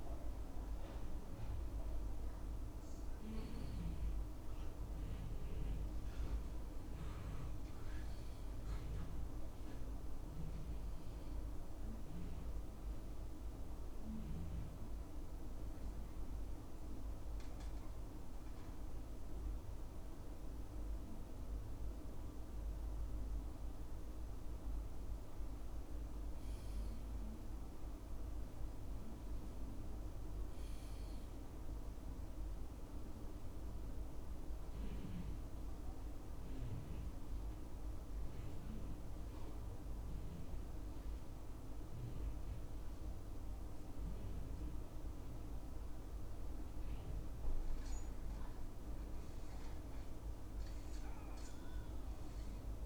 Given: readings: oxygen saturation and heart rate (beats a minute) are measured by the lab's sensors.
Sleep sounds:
breathing in sleep, hard to hear, by a room microphone; none
none scored
From the record:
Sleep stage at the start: N2 (light sleep); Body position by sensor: on the back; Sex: male

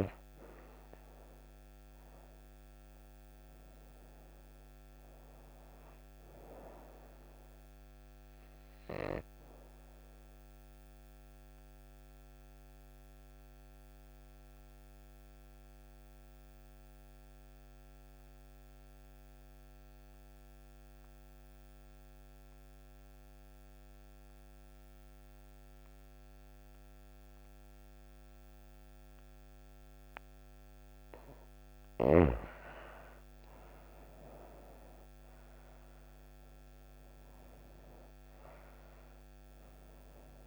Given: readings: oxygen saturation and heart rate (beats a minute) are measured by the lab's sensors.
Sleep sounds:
breathing in sleep by a microphone on the trachea; 1
0.00-1.50 s: arousal
7.00-30.50 s: obstructive apnea (oxygen 98% before, 85% lowest)
8.50-23.50 s: oxygen desaturation (device-marked, oxygen 98% before, 93% lowest)
32.50-40.47 s: oxygen desaturation (device-marked, oxygen 96% before, 85% lowest)
33.00-36.00 s: arousal
From the record:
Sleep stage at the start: N2 (light sleep); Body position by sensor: on the right side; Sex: female

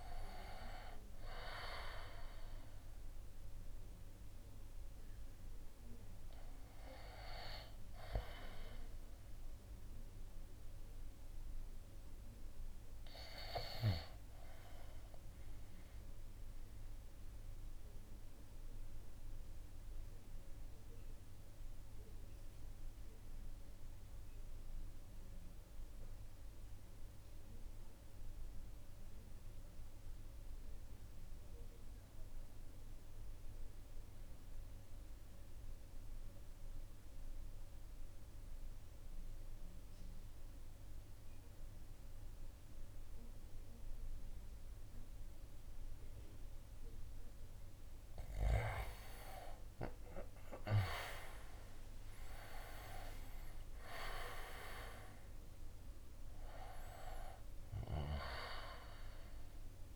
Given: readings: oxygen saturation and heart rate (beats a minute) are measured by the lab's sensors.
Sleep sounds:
breathing in sleep by a room microphone; 1
0.00-5.50 s: drop in pulse transit time (device-marked, heart rate 57 extreme)
0.00-22.50 s: oxygen desaturation (device-marked, oxygen 83% lowest, heart rate 52 extreme)
14.50-47.50 s: obstructive apnea (oxygen 95% before, 80% lowest, heart rate 62 before, 52 extreme, up 17 after)
41.50-59.96 s: oxygen desaturation (device-marked, oxygen 97% before, 80% lowest, heart rate 54 before, 53 extreme)
49.50-52.50 s: arousal
53.50-59.96 s: drop in pulse transit time (device-marked, heart rate 54 before, 53 extreme)
From the record:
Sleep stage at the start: REM sleep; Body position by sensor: on the right side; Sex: male

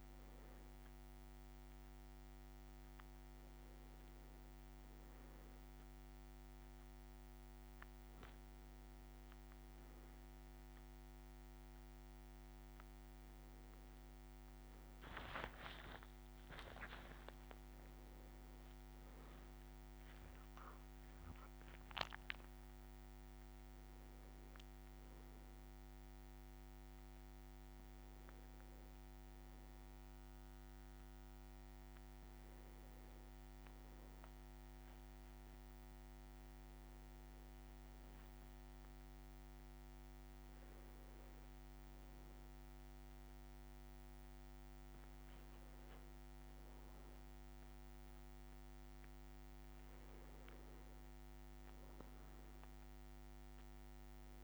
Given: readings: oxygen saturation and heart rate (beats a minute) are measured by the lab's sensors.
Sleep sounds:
breathing in sleep, hard to hear, by a microphone on the trachea; none
14.50-19.00 s: arousal
15.00-18.50 s: leg movement (device-marked)
34.50-35.50 s: leg movement (device-marked)
44.50-50.00 s: leg movement (device-marked)
From the record:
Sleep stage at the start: N1 (lightest sleep); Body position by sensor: on the back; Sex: male

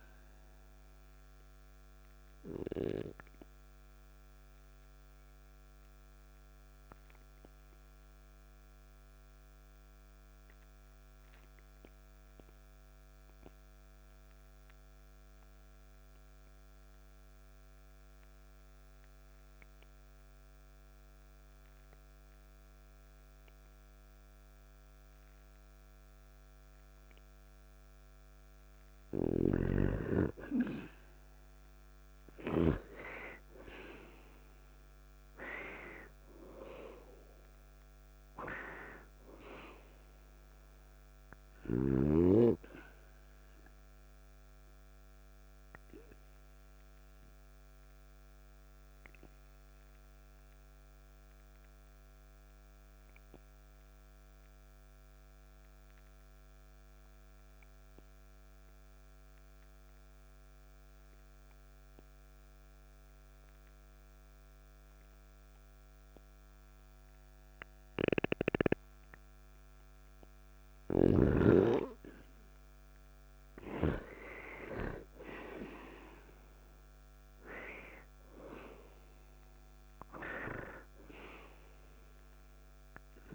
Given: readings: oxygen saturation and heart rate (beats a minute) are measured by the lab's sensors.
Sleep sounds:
breathing in sleep by a microphone on the trachea; 2
3.50-27.50 s: obstructive apnea (oxygen 98% before, 89% lowest, heart rate 55 before, 50 extreme, up 0 after)
6.00-22.00 s: oxygen desaturation (device-marked, oxygen 96% before, 89% lowest, heart rate 56 before, 50 extreme)
29.00-32.50 s: snoring (device-marked)
30.50-35.50 s: arousal
44.50-69.50 s: obstructive apnea (oxygen 98% before, 90% lowest, heart rate 52 before, 51 extreme)
49.00-74.00 s: oxygen desaturation (device-marked, oxygen 97% before, 90% lowest, heart rate 53 before, 51 extreme)
70.50-74.00 s: snoring (device-marked)
72.50-76.50 s: arousal
79.00-83.34 s: oxygen desaturation (device-marked, oxygen 98% before, 94% lowest, heart rate 53 before, 54 extreme)
From the record:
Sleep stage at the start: N2 (light sleep); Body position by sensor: on the back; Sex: male

